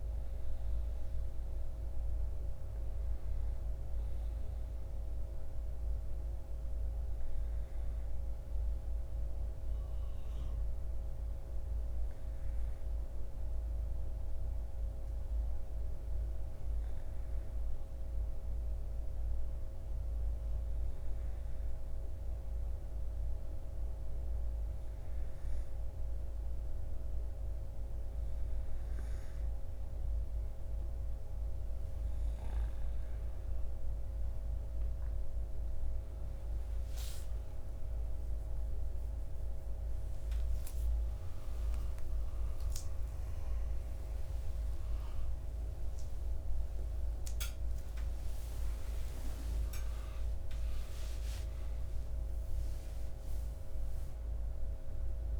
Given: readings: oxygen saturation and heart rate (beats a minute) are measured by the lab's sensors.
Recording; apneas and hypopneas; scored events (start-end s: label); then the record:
a person partly awake in a sleep study, hard to hear, by a room microphone; none
38.50-55.40 s: new sleep stage, awake
From the record:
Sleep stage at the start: N2 (light sleep); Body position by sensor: on the right side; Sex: male